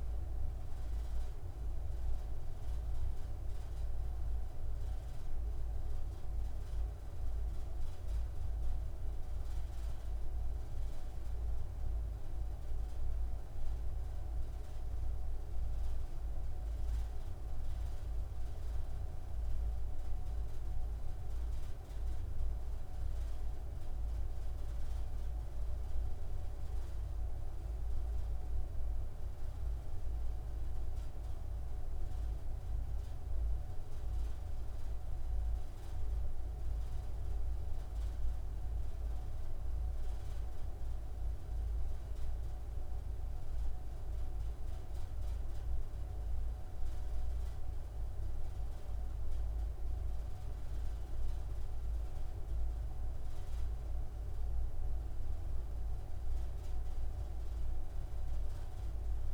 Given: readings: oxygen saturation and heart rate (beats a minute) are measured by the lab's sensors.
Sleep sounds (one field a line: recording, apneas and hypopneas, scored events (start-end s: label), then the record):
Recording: breathing in sleep, hard to hear, by a room microphone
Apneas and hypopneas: none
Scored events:
none scored
From the record:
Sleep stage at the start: N3 (deep sleep)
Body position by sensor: on the front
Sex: male